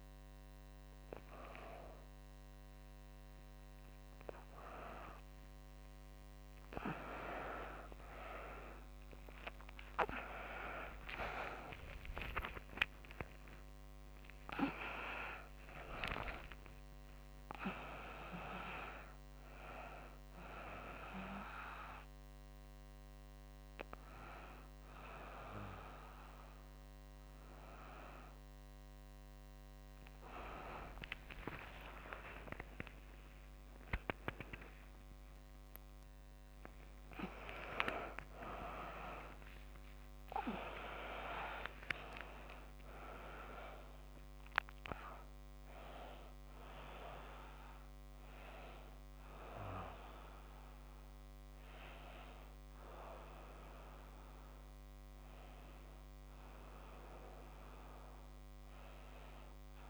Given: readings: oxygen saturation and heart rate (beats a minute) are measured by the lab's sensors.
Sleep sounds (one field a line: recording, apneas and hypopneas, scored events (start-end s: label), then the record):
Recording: a person awake in a sleep study, by a microphone on the trachea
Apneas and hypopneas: none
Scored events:
52.00-59.90 s: new sleep stage, N1 (lightest sleep)
From the record:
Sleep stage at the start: awake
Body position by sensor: on the back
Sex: female